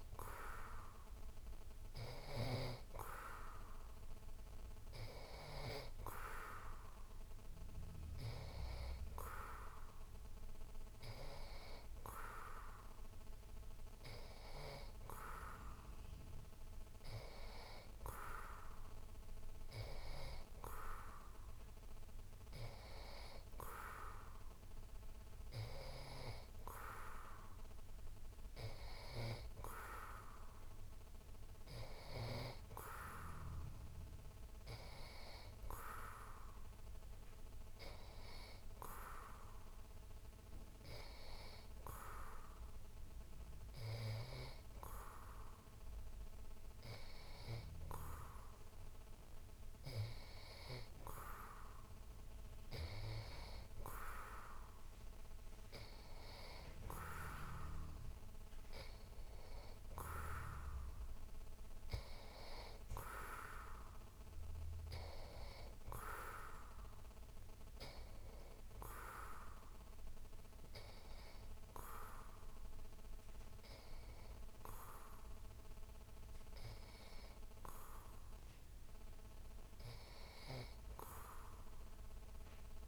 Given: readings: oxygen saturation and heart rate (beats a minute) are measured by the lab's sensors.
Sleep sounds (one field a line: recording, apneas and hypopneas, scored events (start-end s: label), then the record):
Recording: breathing in sleep by a room microphone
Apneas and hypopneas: none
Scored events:
none scored
From the record:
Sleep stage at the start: N2 (light sleep)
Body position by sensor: on the back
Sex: male